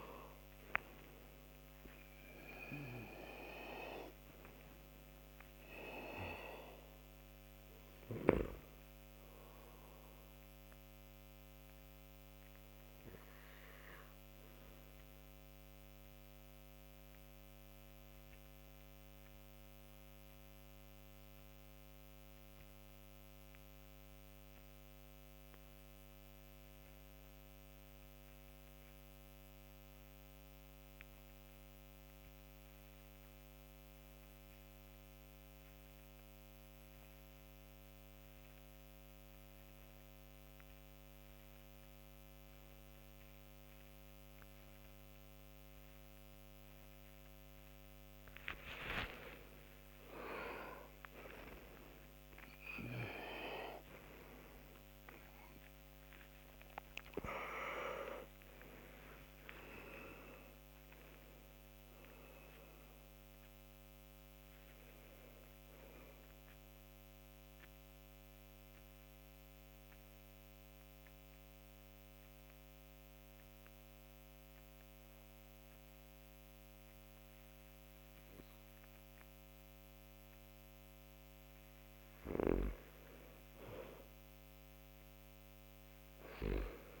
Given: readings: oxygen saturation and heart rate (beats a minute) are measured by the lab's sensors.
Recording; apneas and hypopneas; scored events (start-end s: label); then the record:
breathing in sleep by a microphone on the trachea; 2
0.00-26.50 s: oxygen desaturation (device-marked, oxygen 78% lowest)
11.00-45.00 s: obstructive apnea (oxygen 97% before, 75% lowest)
40.50-70.50 s: new sleep stage, N1 (lightest sleep)
47.50-82.50 s: oxygen desaturation (device-marked, oxygen 97% before, 75% lowest)
48.00-55.50 s: arousal
66.50-81.50 s: central apnea (oxygen 97% before, 75% lowest)
70.50-87.00 s: new sleep stage, N2 (light sleep)
83.50-87.00 s: arousal
From the record:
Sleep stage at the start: REM sleep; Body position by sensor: on the back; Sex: male